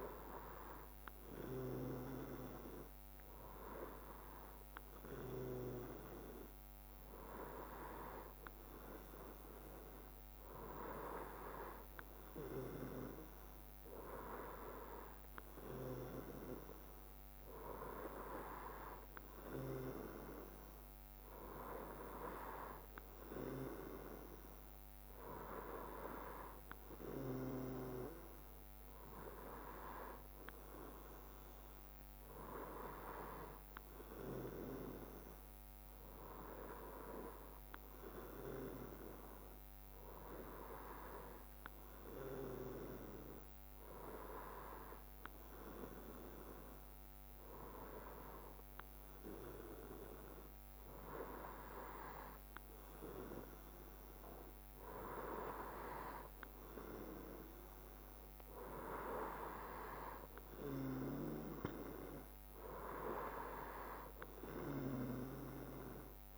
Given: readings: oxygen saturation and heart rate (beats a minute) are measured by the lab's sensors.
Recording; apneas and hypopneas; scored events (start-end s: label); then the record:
breathing in sleep by a microphone on the trachea; none
none scored
From the record:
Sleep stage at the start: N2 (light sleep); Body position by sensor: on the right side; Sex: male